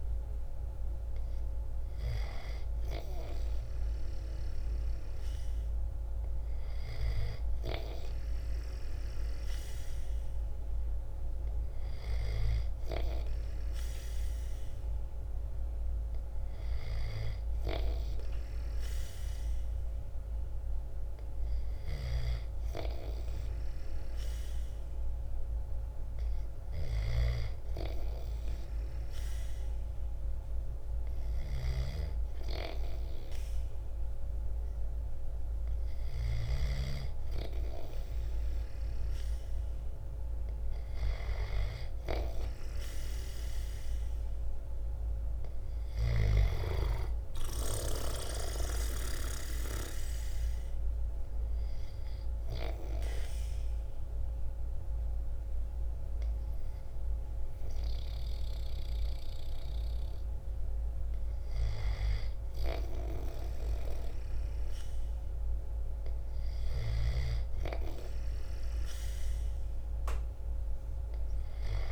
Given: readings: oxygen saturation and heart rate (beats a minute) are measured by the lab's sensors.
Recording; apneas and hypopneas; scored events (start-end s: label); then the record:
breathing in sleep by a room microphone; 1
21.00-36.00 s: snoring (device-marked)
41.00-45.00 s: arousal
47.00-58.00 s: drop in pulse transit time (device-marked, heart rate 57 before, 55 extreme)
50.00-60.00 s: obstructive apnea (oxygen 93% before, 90% lowest, heart rate 57 before, 54 extreme, up 3 after)
62.50-67.00 s: arousal
From the record:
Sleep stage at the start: N2 (light sleep); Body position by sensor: on the back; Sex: male